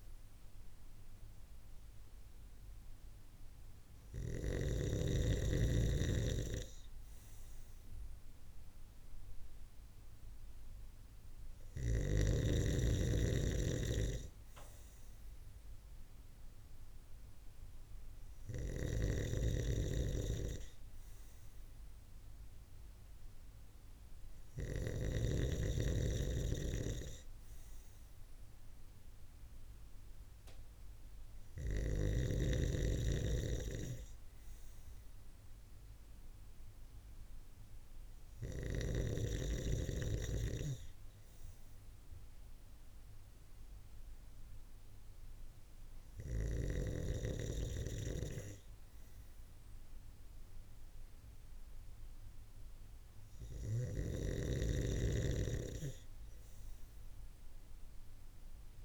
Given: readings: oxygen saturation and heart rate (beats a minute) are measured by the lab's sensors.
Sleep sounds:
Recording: breathing in sleep by a room microphone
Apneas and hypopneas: none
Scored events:
17.50-24.00 s: snoring (device-marked)
From the record:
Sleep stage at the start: N2 (light sleep)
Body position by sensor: on the right side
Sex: male

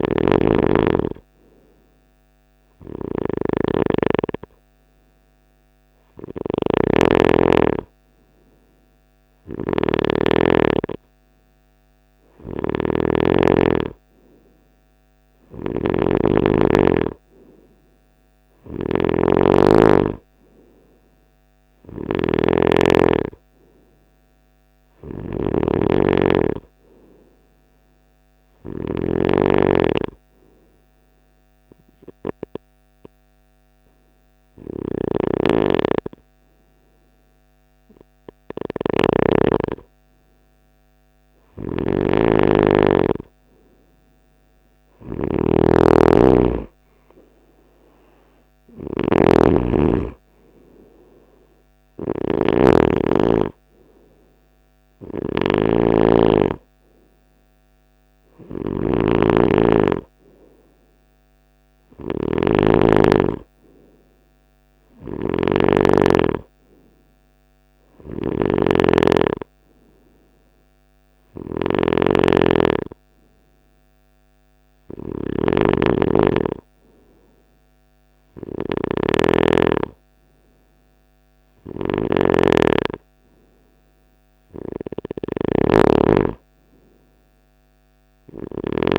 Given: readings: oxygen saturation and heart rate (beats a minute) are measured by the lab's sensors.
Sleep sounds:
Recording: breathing in sleep by a microphone on the trachea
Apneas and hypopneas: 1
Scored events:
0.00-28.00 s: snoring (device-marked)
29.00-41.00 s: hypopnea (oxygen 94% before, 92% lowest, heart rate 69 before, 67 extreme, up 7 after)
34.00-38.50 s: snoring (device-marked)
40.50-88.99 s: snoring (device-marked)
43.00-46.50 s: arousal
From the record:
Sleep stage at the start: N3 (deep sleep)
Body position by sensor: on the right side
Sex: male

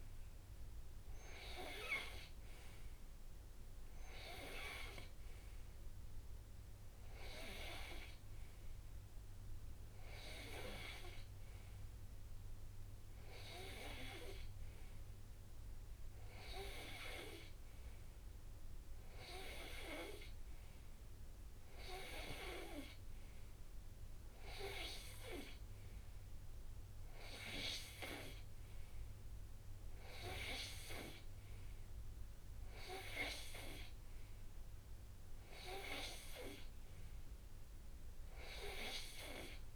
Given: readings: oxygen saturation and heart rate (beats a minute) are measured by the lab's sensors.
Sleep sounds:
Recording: breathing in sleep by a room microphone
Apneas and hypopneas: none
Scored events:
none scored
From the record:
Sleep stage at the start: N2 (light sleep)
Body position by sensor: on the right side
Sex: male

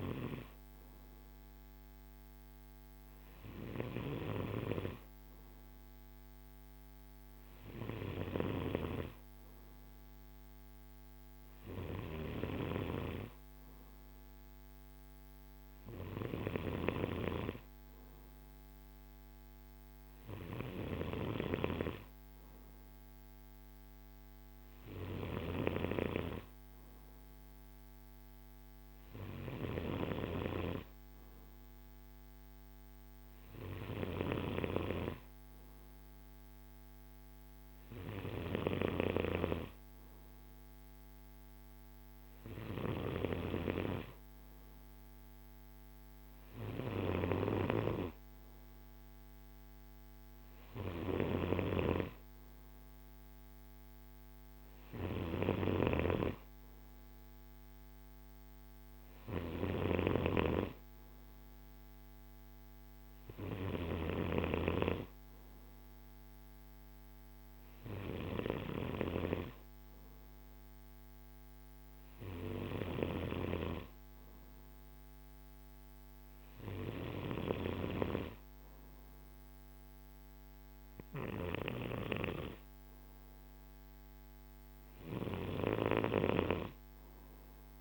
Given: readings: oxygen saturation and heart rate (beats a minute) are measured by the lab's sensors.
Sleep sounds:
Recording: breathing in sleep by a microphone on the trachea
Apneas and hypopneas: none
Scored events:
55.50-64.00 s: snoring (device-marked)
From the record:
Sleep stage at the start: N2 (light sleep)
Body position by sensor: on the right side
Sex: male

